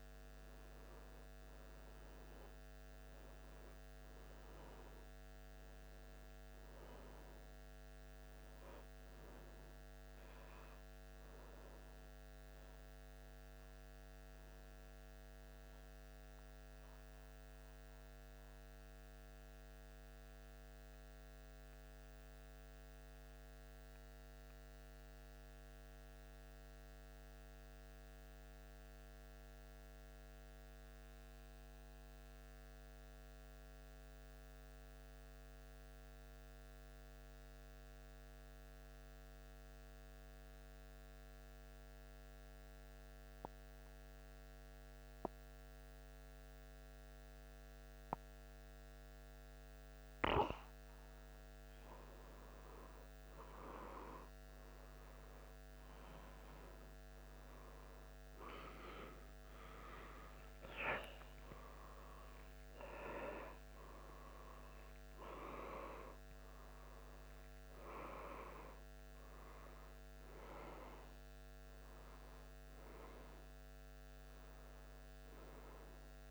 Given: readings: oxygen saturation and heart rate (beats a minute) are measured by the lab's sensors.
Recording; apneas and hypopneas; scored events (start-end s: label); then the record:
breathing in sleep by a microphone on the trachea; 1
15.00-49.50 s: mixed apnea (oxygen 95% before, 90% lowest, heart rate 77 before, 75 extreme, up 0 after)
43.50-70.50 s: oxygen desaturation (device-marked, oxygen 98% before, 90% lowest, heart rate 77 before, 75 extreme)
66.50-76.31 s: new sleep stage, awake
From the record:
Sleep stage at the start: N2 (light sleep); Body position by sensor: on the back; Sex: male